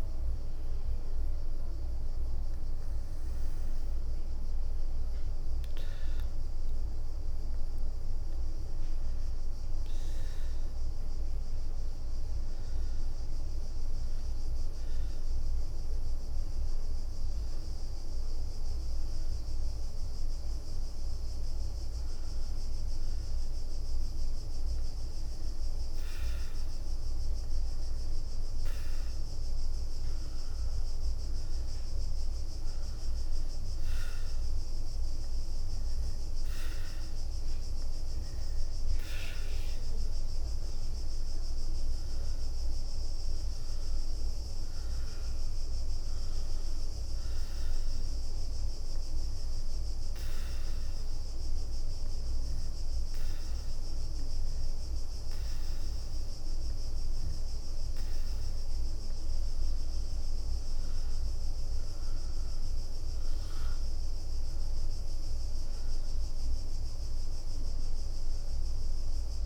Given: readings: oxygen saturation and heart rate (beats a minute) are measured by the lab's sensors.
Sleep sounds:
a person partly awake in a sleep study, hard to hear, by a room microphone; 1
0.00-4.50 s: leg movement (device-marked)
7.00-12.50 s: leg movement (device-marked)
12.00-58.00 s: obstructive apnea (oxygen 100% before, 93% lowest, heart rate 91 before, 64 extreme, up 8 after)
16.00-69.46 s: new sleep stage, N2 (light sleep)
23.00-33.00 s: leg movement (device-marked)
34.50-37.50 s: leg movement (device-marked)
45.00-49.50 s: leg movement (device-marked)
56.50-60.50 s: leg movement (device-marked)
65.50-69.46 s: leg movement (device-marked)
66.00-69.46 s: oxygen desaturation (device-marked, oxygen 96% before, 93% lowest, heart rate 68 before, 68 extreme)
From the record:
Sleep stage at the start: awake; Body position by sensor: on the back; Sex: female

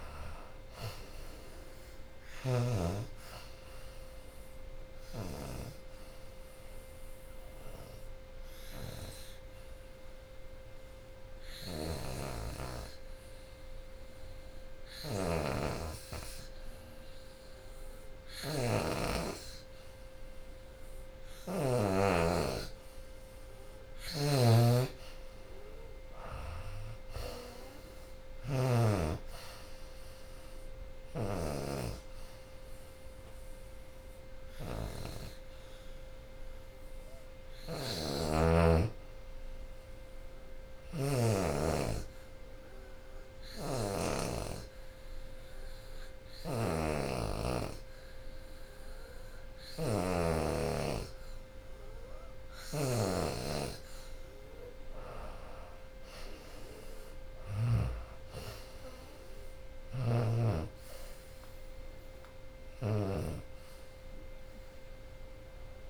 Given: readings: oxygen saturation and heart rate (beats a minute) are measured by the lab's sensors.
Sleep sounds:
breathing in sleep by a room microphone; 2
0.00-1.50 s: arousal
0.00-14.50 s: oxygen desaturation (device-marked, oxygen 85% lowest, heart rate 71 extreme)
5.50-20.00 s: hypopnea (oxygen 94% before, 85% lowest, heart rate 85 before, 71 extreme, up 17 after)
20.50-32.50 s: drop in pulse transit time (device-marked, heart rate 80 before, 79 extreme)
20.50-42.50 s: oxygen desaturation (device-marked, oxygen 93% before, 86% lowest, heart rate 80 before, 74 extreme)
22.50-26.50 s: arousal
41.00-52.00 s: hypopnea (oxygen 93% before, 84% lowest, heart rate 84 before, 76 extreme, up 25 after)
50.50-62.50 s: drop in pulse transit time (device-marked, heart rate 82 before, 81 extreme)
51.50-65.89 s: oxygen desaturation (device-marked, oxygen 92% before, 85% lowest, heart rate 81 before, 72 extreme)
53.50-57.00 s: arousal
55.00-57.00 s: long interval between heartbeats (device-marked, heart rate 80 before, 91 extreme)
From the record:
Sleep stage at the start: N2 (light sleep); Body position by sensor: on the back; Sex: female

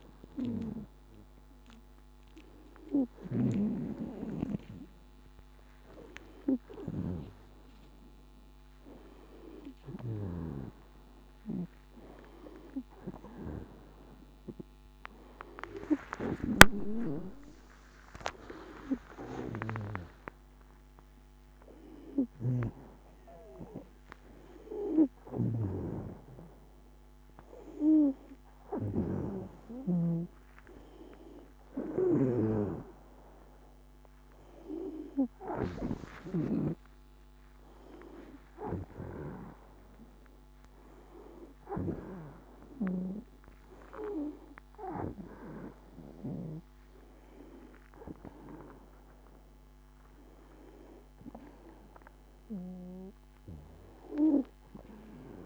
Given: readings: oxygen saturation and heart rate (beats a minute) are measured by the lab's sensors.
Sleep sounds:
a person awake in a sleep study, by a microphone on the trachea; none
16.00-36.50 s: snoring (device-marked)
42.50-46.50 s: snoring (device-marked)
From the record:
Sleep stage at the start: awake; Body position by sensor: on the back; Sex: female

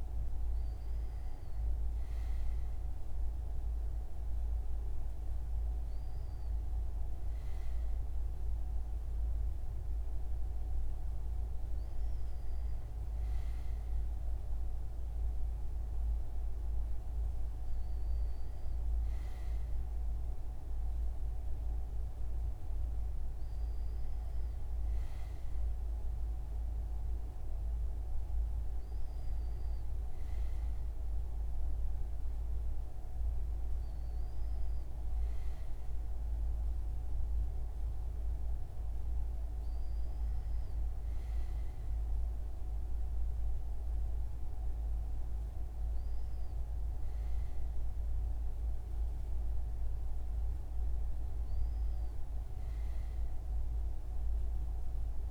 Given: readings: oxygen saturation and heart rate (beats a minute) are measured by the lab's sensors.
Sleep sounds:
breathing in sleep, hard to hear, by a room microphone; none
none scored
From the record:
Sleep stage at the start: N2 (light sleep); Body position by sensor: on the front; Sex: male

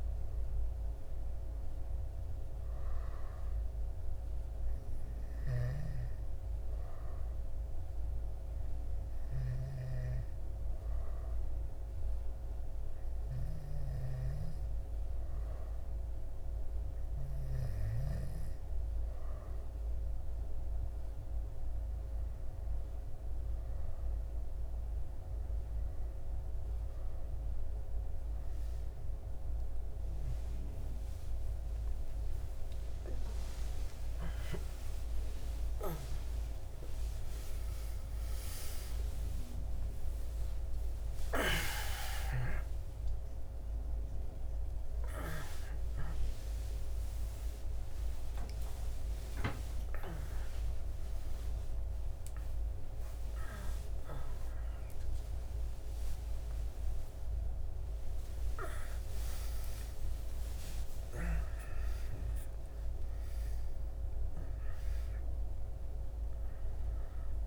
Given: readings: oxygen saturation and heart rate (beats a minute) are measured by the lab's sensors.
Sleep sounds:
a person awake in a sleep study, by a room microphone; 1
7.50-20.00 s: hypopnea (oxygen 97% before, 94% lowest, heart rate 68 before, 62 extreme, up 18 after)
15.00-67.47 s: new sleep stage, awake
From the record:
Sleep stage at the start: N2 (light sleep); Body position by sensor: on the back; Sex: male

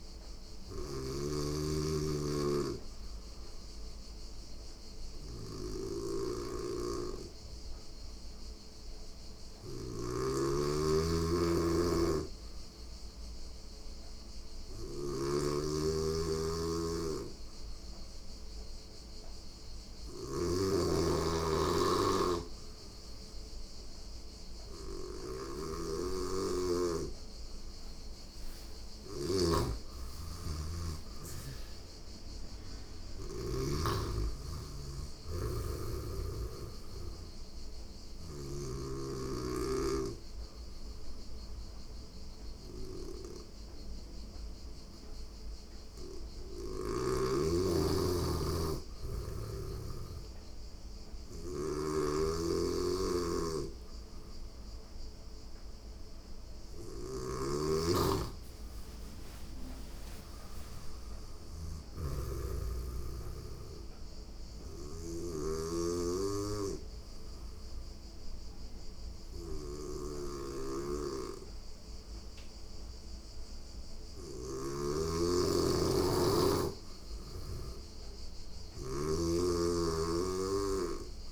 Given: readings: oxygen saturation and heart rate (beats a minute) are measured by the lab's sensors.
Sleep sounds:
breathing in sleep by a room microphone; 2
0.00-33.00 s: snoring (device-marked)
24.50-29.00 s: arousal
35.50-46.50 s: obstructive apnea (oxygen 96% before, 92% lowest, heart rate 87 before, 86 extreme, up 2 after)
51.00-77.00 s: snoring (device-marked)
51.50-56.50 s: arousal
63.00-74.00 s: obstructive apnea (oxygen 97% before, 90% lowest, heart rate 88 before, 85 extreme, up 2 after)
76.00-79.50 s: arousal
79.00-81.31 s: snoring (device-marked)
From the record:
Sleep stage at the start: N2 (light sleep); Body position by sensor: on the back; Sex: female

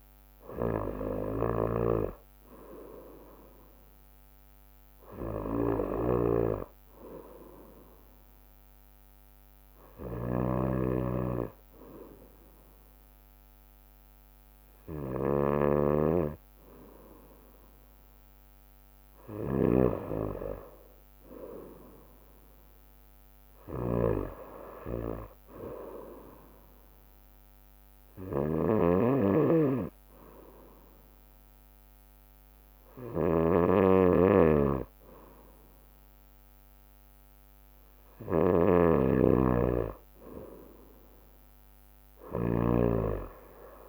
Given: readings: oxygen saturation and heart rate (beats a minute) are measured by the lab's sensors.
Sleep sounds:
breathing in sleep by a microphone on the trachea; 1
0.00-43.89 s: snoring (device-marked)
22.00-25.50 s: arousal
27.00-39.00 s: hypopnea (oxygen 94% before, 93% lowest, heart rate 67 before, 65 extreme, up 3 after)
41.00-43.89 s: arousal
From the record:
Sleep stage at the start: N2 (light sleep); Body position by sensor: on the right side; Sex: female

